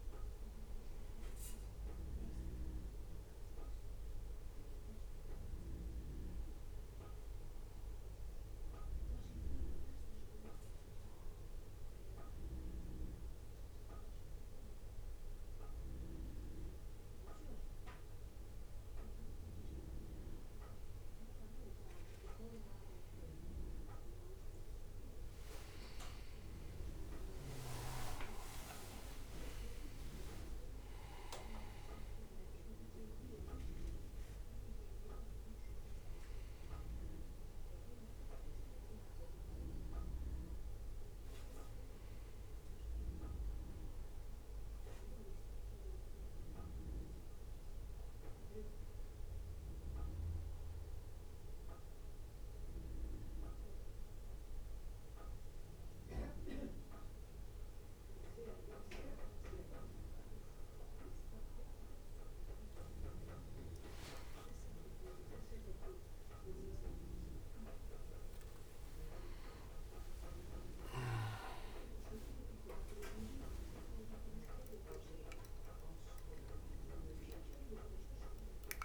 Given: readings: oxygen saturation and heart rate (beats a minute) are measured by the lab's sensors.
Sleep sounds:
breathing in sleep by a room microphone; 1
0.00-7.00 s: drop in pulse transit time (device-marked, heart rate 58 extreme)
0.00-18.00 s: oxygen desaturation (device-marked, oxygen 92% lowest, heart rate 58 extreme)
8.50-21.00 s: mixed apnea (oxygen 96% before, 92% lowest, heart rate 61 before, 58 extreme, up 4 after)
12.00-78.85 s: new sleep stage, N1 (lightest sleep)
23.00-28.00 s: arousal
28.00-42.00 s: drop in pulse transit time (device-marked, heart rate 60 before, 62 extreme)
64.00-69.50 s: arousal
67.00-78.85 s: drop in pulse transit time (device-marked, heart rate 64 before, 64 extreme)
74.00-76.00 s: long interval between heartbeats (device-marked, heart rate 63 before, 86 extreme)
From the record:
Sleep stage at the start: N2 (light sleep); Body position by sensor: on the back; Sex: male

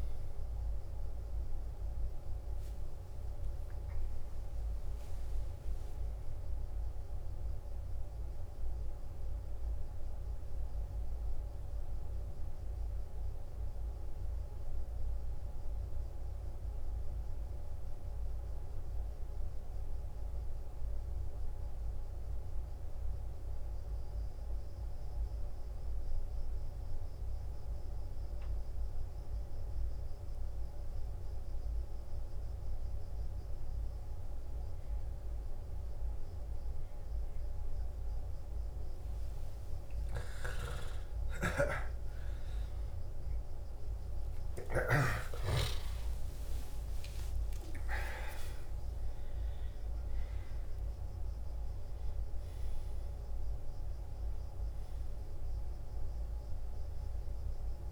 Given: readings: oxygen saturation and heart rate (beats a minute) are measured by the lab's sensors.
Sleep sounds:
breathing in sleep by a room microphone; 1
0.00-19.00 s: oxygen desaturation (device-marked, oxygen 92% lowest, heart rate 56 extreme)
9.00-38.50 s: obstructive apnea (oxygen 96% before, 87% lowest, heart rate 71 before, 56 extreme, up 14 after)
35.00-57.92 s: oxygen desaturation (device-marked, oxygen 96% before, 87% lowest, heart rate 58 before, 59 extreme)
40.50-47.50 s: arousal
From the record:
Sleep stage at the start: N2 (light sleep); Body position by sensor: on the left side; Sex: male

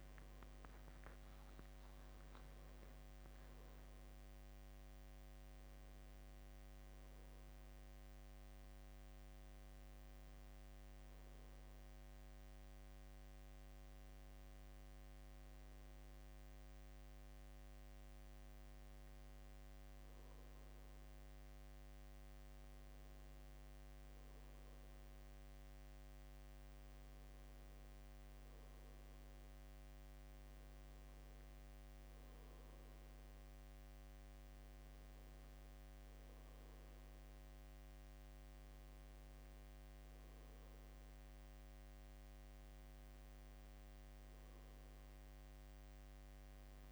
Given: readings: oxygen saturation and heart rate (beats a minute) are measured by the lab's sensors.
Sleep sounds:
breathing in sleep, hard to hear, by a microphone on the trachea; none
none scored
From the record:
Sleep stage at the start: N1 (lightest sleep); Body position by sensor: on the back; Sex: male

